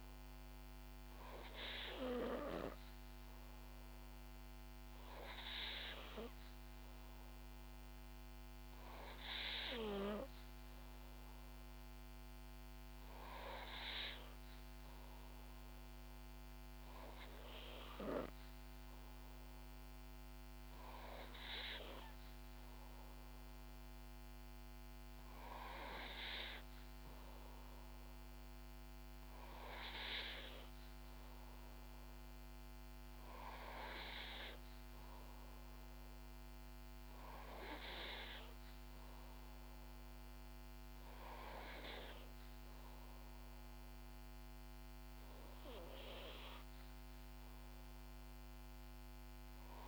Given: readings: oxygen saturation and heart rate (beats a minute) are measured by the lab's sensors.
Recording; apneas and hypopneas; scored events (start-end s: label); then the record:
breathing in sleep by a microphone on the trachea; none
none scored
From the record:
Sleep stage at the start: N2 (light sleep); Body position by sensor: on the back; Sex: female